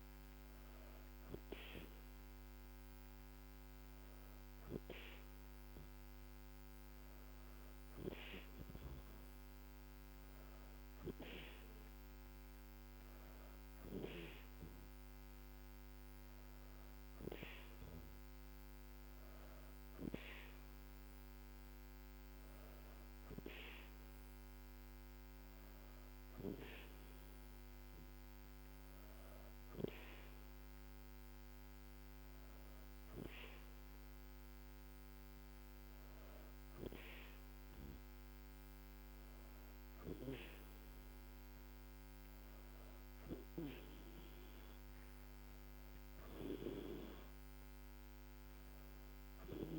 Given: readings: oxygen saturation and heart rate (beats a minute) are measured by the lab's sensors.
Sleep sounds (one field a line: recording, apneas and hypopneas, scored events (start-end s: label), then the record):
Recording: breathing in sleep by a microphone on the trachea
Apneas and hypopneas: none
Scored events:
none scored
From the record:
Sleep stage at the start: N2 (light sleep)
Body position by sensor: on the back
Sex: female